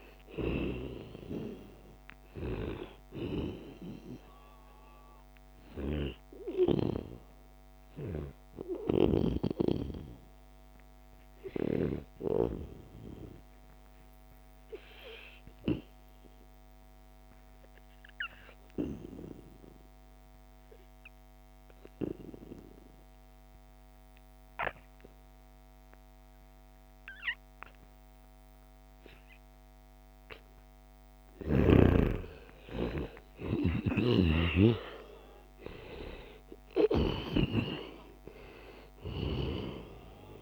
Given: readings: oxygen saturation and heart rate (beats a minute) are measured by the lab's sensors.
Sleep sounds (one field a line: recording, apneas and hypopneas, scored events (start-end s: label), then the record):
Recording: breathing in sleep by a microphone on the trachea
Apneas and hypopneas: 1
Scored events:
0.00-16.00 s: oxygen desaturation (device-marked, oxygen 90% lowest, heart rate 74 extreme)
4.50-6.50 s: long interval between heartbeats (device-marked, heart rate 76 before, 92 extreme)
14.50-30.00 s: obstructive apnea (oxygen 95% before, 89% lowest, heart rate 82 before, 74 extreme, up 14 after)
30.00-40.42 s: oxygen desaturation (device-marked, oxygen 96% before, 89% lowest, heart rate 77 before, 73 extreme)
32.00-36.00 s: arousal
37.00-39.00 s: long interval between heartbeats (device-marked, heart rate 76 before, 88 extreme)
From the record:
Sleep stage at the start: N2 (light sleep)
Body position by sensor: on the back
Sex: male